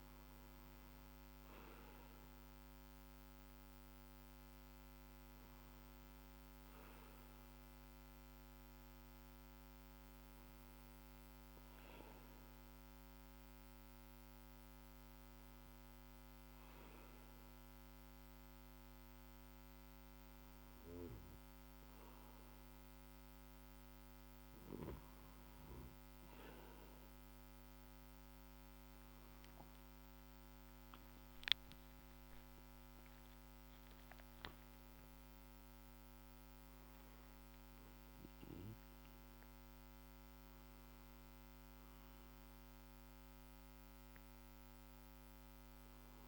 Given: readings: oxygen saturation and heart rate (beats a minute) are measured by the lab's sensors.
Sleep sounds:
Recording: breathing in sleep, hard to hear, by a microphone on the trachea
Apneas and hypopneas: 1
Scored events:
10.50-25.00 s: hypopnea (oxygen 96% before, 94% lowest, heart rate 53 before, 50 extreme, up 6 after)
28.00-32.50 s: arousal
From the record:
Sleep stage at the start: REM sleep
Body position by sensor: on the back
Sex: male

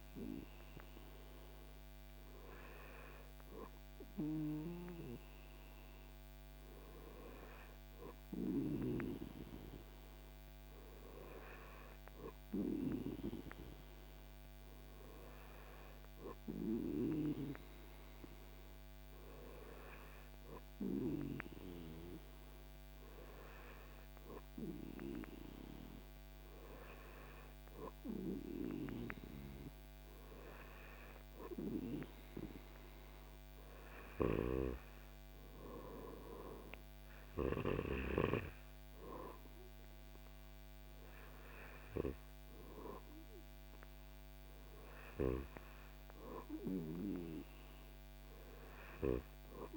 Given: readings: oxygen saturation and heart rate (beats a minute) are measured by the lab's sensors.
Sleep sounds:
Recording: breathing in sleep by a microphone on the trachea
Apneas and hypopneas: none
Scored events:
none scored
From the record:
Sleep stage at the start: N2 (light sleep)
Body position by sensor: on the back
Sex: male

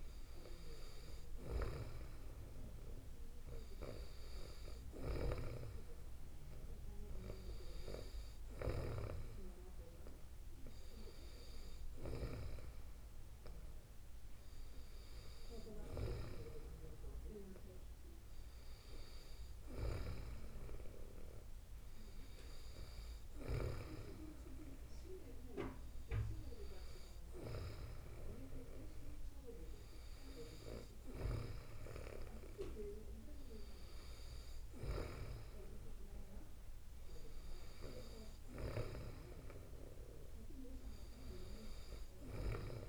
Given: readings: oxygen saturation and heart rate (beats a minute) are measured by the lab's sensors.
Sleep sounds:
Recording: breathing in sleep by a room microphone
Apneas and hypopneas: none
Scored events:
none scored
From the record:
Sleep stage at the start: N2 (light sleep)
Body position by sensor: on the back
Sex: female

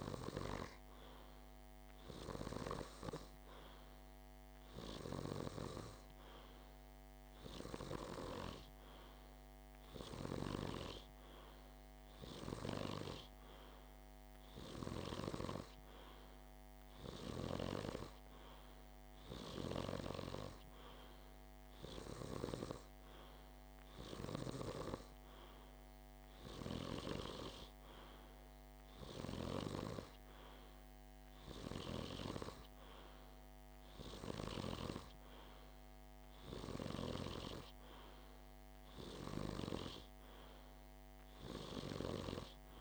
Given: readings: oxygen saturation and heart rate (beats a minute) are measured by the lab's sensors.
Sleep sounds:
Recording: breathing in sleep by a microphone on the trachea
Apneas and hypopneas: none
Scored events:
none scored
From the record:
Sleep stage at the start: N2 (light sleep)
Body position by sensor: on the back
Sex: male

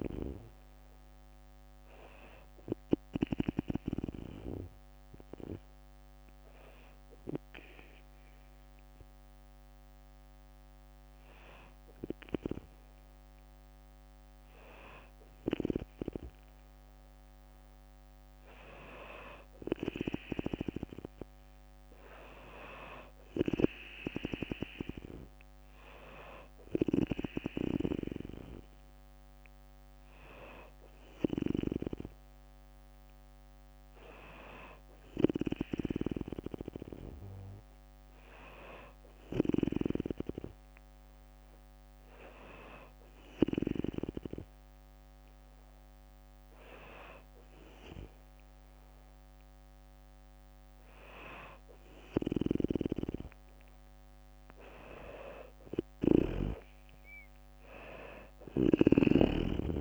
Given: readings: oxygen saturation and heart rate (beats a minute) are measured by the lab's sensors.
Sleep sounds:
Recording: breathing in sleep by a microphone on the trachea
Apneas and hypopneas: 1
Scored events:
0.00-1.50 s: arousal
0.00-2.50 s: snoring (device-marked)
0.00-5.00 s: drop in pulse transit time (device-marked, heart rate 61 extreme)
3.50-14.00 s: hypopnea (oxygen 96% before, 94% lowest, heart rate 66 before, 59 extreme, up 4 after)
9.00-11.00 s: bradycardia (device-marked, heart rate 62 before, 60 extreme)
16.50-19.50 s: arousal
54.00-57.50 s: arousal
57.00-59.81 s: drop in pulse transit time (device-marked, heart rate 63 before, 61 extreme)
57.50-59.81 s: snoring (device-marked)
From the record:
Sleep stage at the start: N2 (light sleep)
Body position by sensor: on the back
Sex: female

